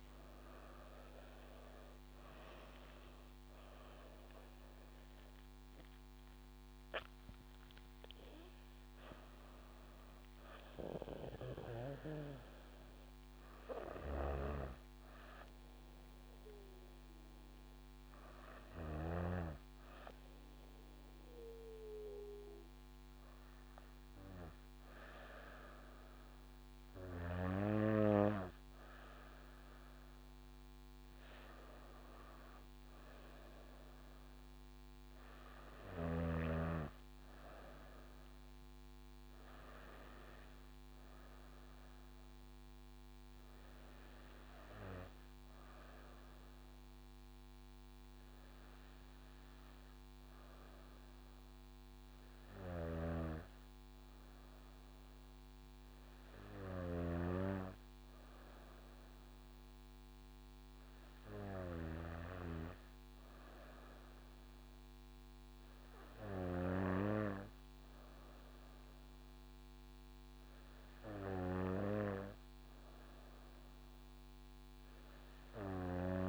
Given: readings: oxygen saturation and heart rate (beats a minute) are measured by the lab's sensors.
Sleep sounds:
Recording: breathing in sleep by a microphone on the trachea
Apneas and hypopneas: none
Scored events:
0.00-4.00 s: oxygen desaturation (device-marked, oxygen 93% lowest, heart rate 62 extreme)
31.50-35.00 s: arousal
From the record:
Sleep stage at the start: N2 (light sleep)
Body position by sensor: on the back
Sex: female

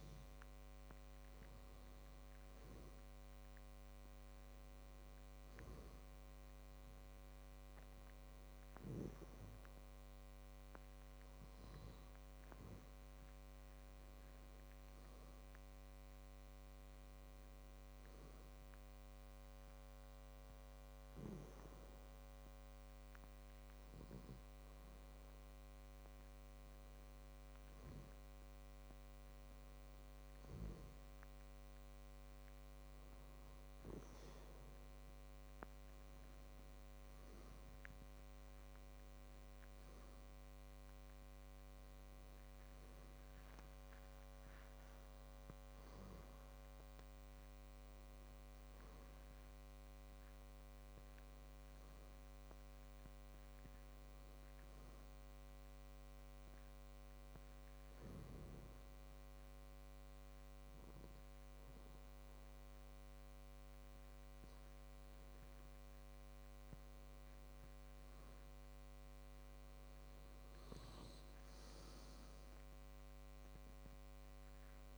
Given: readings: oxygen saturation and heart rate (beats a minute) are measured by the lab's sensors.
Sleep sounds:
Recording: breathing in sleep, hard to hear, by a microphone on the trachea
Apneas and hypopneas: 2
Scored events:
18.00-29.00 s: hypopnea (oxygen 96% before, 95% lowest, heart rate 67 before, 64 extreme, up 5 after)
31.50-36.00 s: arousal
58.50-68.50 s: obstructive apnea (oxygen 96% before, 94% lowest, heart rate 67 before, 64 extreme, up 5 after)
71.50-74.98 s: arousal
From the record:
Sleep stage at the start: N2 (light sleep)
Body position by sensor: on the back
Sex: male

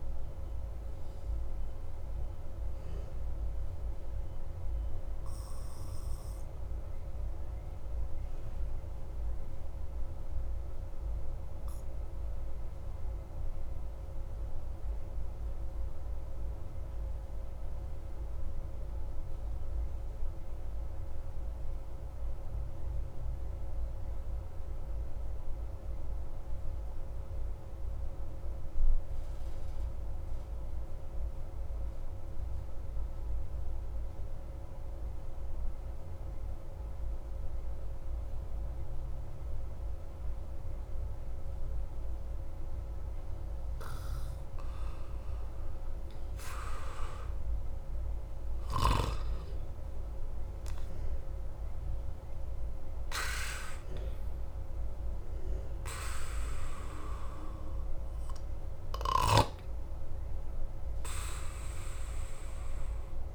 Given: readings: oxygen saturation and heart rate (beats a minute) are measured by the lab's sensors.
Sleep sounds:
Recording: breathing in sleep by a room microphone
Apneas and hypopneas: 1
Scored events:
0.00-17.00 s: oxygen desaturation (device-marked, oxygen 89% lowest, heart rate 28 extreme)
1.50-43.50 s: obstructive apnea (oxygen 96% before, 89% lowest, heart rate 38 before, 34 extreme, up 10 after)
41.00-63.35 s: oxygen desaturation (device-marked, oxygen 97% before, 91% lowest, heart rate 43 before, 35 extreme)
45.00-48.50 s: arousal
From the record:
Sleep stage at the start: N2 (light sleep)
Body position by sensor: on the back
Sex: male

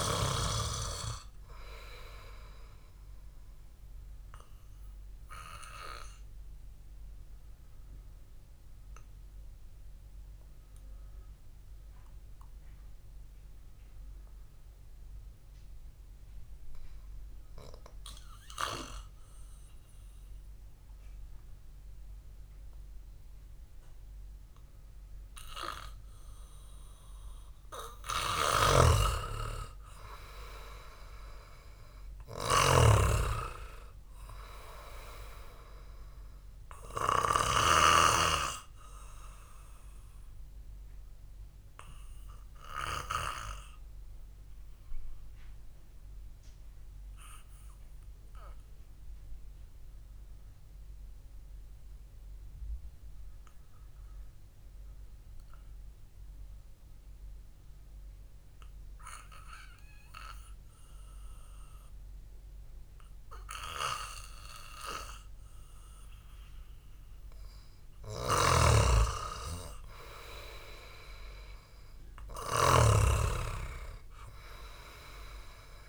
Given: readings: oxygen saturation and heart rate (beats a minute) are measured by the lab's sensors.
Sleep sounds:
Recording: breathing in sleep by a room microphone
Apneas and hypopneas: 2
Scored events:
6.50-27.00 s: obstructive apnea (oxygen 99% before, 91% lowest, heart rate 66 before, 60 extreme)
29.00-32.50 s: arousal
29.00-38.50 s: snoring (device-marked)
33.00-45.00 s: oxygen desaturation (device-marked, oxygen 97% before, 93% lowest, heart rate 67 before, 63 extreme)
42.50-68.50 s: obstructive apnea (oxygen 97% before, 91% lowest, heart rate 64 before, 55 extreme)
69.00-73.50 s: snoring (device-marked)
70.00-75.89 s: oxygen desaturation (device-marked, oxygen 98% before, 91% lowest, heart rate 69 before, 55 extreme)
70.50-75.50 s: arousal
From the record:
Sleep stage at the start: N2 (light sleep)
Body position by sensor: on the back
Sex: male

